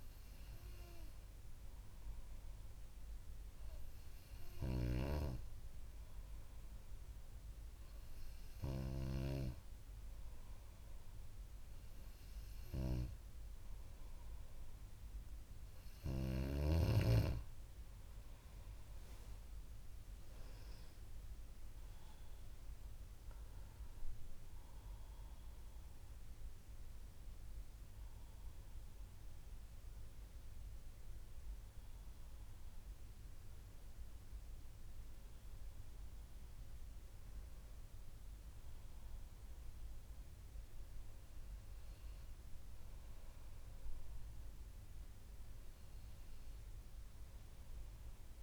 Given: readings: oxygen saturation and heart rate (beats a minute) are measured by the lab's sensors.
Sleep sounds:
breathing in sleep by a room microphone; none
4.00-9.00 s: snoring (device-marked)
20.50-25.00 s: arousal
From the record:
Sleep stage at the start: N2 (light sleep); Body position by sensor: on the back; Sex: female

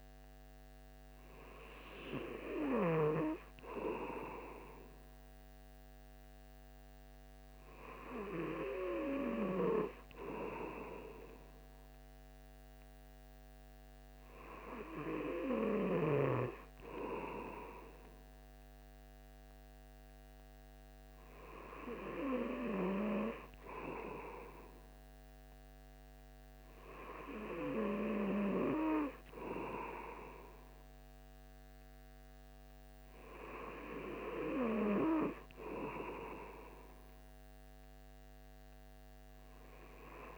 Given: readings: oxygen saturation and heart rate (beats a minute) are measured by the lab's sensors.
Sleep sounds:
breathing in sleep by a microphone on the trachea; none
none scored
From the record:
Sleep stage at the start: N2 (light sleep); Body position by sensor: on the right side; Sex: male

